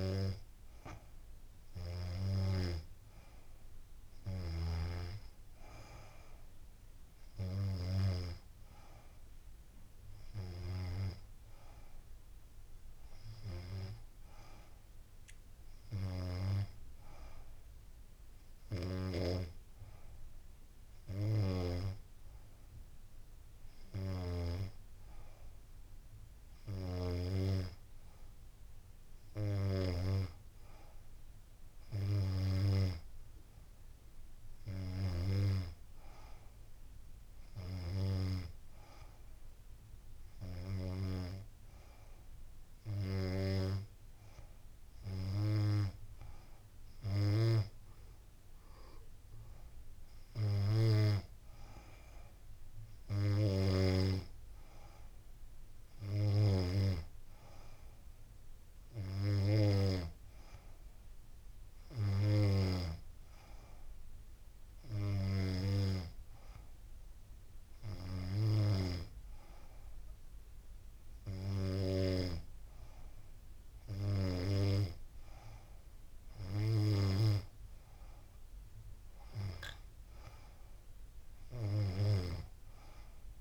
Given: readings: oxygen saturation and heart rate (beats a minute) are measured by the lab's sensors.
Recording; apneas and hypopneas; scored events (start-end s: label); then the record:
breathing in sleep by a room microphone; none
none scored
From the record:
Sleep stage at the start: N2 (light sleep); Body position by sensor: on the back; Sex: female